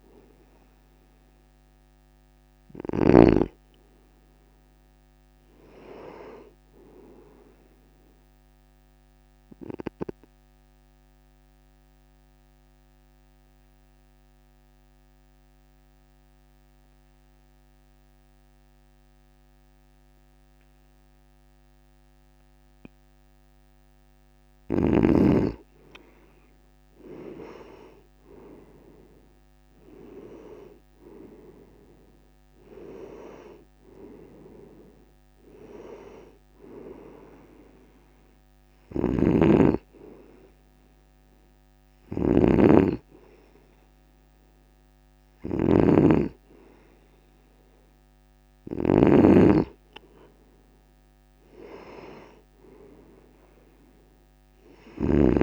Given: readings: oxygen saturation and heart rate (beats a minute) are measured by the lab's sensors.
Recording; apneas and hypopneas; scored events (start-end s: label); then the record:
breathing in sleep by a microphone on the trachea; 1
0.00-3.00 s: snoring (device-marked)
8.50-24.00 s: obstructive apnea (oxygen 97% before, 94% lowest, heart rate 57 before, 55 extreme, up 7 after)
26.00-30.00 s: arousal
39.00-55.43 s: snoring (device-marked)
From the record:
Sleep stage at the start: N2 (light sleep); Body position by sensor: on the right side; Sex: male